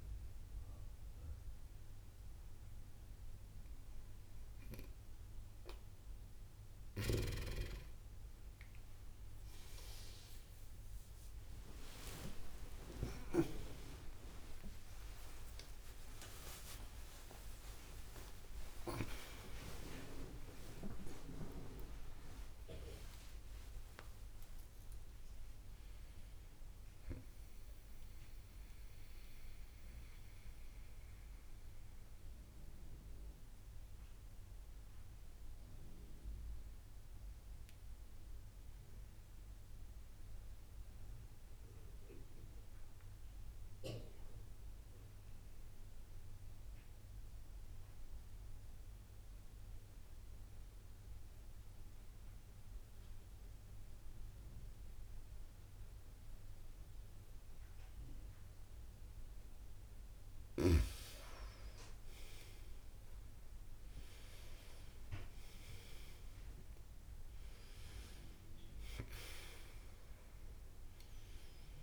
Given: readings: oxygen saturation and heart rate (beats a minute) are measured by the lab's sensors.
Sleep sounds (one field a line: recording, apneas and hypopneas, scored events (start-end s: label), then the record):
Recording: a person partly awake in a sleep study, by a room microphone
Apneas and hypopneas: 1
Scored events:
9.50-11.50 s: long interval between heartbeats (device-marked)
13.50-15.50 s: long interval between heartbeats (device-marked, heart rate 36 before, 115 extreme)
18.50-20.50 s: long interval between heartbeats (device-marked, heart rate 61 before, 79 extreme)
21.00-23.00 s: long interval between heartbeats (device-marked, heart rate 69 before, 66 extreme)
23.50-25.50 s: long interval between heartbeats (device-marked, heart rate 79 before, 86 extreme)
25.50-71.83 s: new sleep stage, N2 (light sleep)
27.00-29.00 s: long interval between heartbeats (device-marked, heart rate 91 before, 68 extreme)
29.00-31.00 s: long interval between heartbeats (device-marked, heart rate 98 before, 57 extreme)
37.50-39.50 s: long interval between heartbeats (device-marked)
37.50-59.00 s: mixed apnea (oxygen 95% before, 88% lowest)
57.00-59.00 s: long interval between heartbeats (device-marked)
59.50-71.83 s: oxygen desaturation (device-marked, oxygen 97% before, 88% lowest)
62.00-66.50 s: arousal
62.50-64.50 s: long interval between heartbeats (device-marked)
65.50-67.50 s: long interval between heartbeats (device-marked)
68.50-70.50 s: long interval between heartbeats (device-marked)
From the record:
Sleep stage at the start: awake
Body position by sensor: on the back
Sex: female